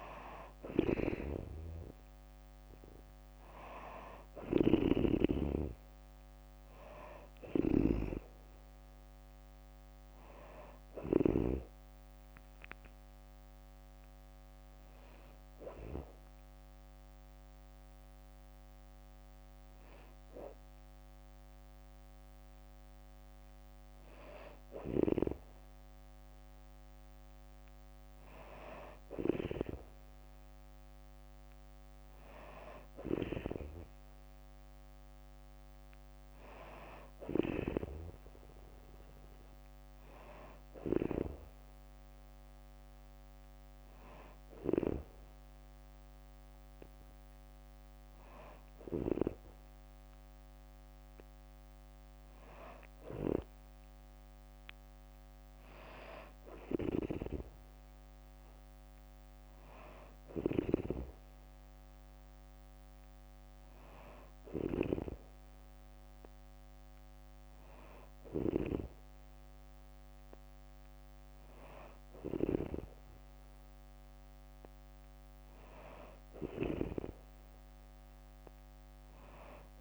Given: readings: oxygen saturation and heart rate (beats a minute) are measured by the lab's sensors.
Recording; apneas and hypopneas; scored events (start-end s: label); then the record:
breathing in sleep by a microphone on the trachea; 1
4.00-11.00 s: snoring (device-marked)
4.00-18.00 s: drop in pulse transit time (device-marked, heart rate 63 before, 65 extreme)
6.50-10.00 s: arousal
14.50-25.50 s: hypopnea (oxygen 96% before, 93% lowest, heart rate 67 before, 63 extreme, up 2 after)
26.50-29.00 s: arousal
32.00-44.00 s: oxygen desaturation (device-marked, oxygen 97% before, 93% lowest, heart rate 65 before, 63 extreme)
From the record:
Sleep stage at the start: N2 (light sleep); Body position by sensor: on the back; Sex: female